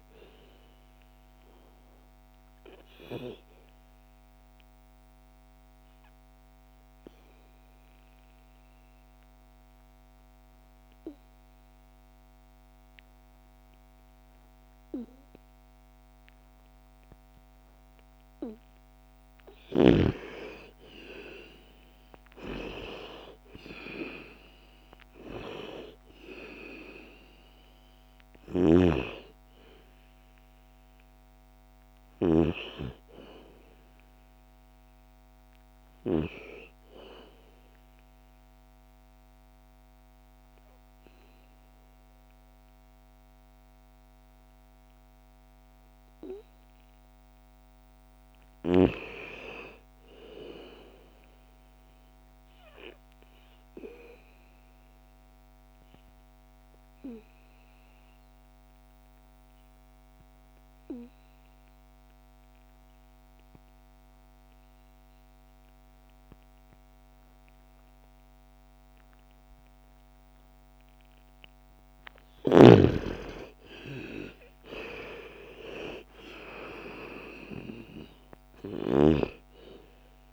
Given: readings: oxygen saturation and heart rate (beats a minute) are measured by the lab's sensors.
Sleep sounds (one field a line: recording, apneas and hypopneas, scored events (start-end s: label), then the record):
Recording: breathing in sleep by a microphone on the trachea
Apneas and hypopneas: 3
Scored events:
0.00-15.50 s: oxygen desaturation (device-marked, oxygen 85% lowest, heart rate 54 extreme)
2.00-18.50 s: obstructive apnea (oxygen 98% before, 85% lowest, heart rate 60 before, 54 extreme, up 14 after)
19.50-23.50 s: arousal
23.50-40.50 s: oxygen desaturation (device-marked, oxygen 98% before, 87% lowest, heart rate 58 before, 54 extreme)
28.00-32.00 s: snoring (device-marked)
37.00-47.00 s: obstructive apnea (oxygen 98% before, 82% lowest, heart rate 62 before, 54 extreme, up 7 after)
48.50-51.50 s: arousal
53.00-71.50 s: obstructive apnea (oxygen 99% before, 82% lowest, heart rate 57 before, 55 extreme, up 15 after)
56.50-66.50 s: oxygen desaturation (device-marked, oxygen 98% before, 94% lowest, heart rate 58 before, 55 extreme)
73.00-76.50 s: arousal
74.50-80.33 s: oxygen desaturation (device-marked, oxygen 97% before, 82% lowest, heart rate 57 before, 57 extreme)
From the record:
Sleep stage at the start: N2 (light sleep)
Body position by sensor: on the back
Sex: female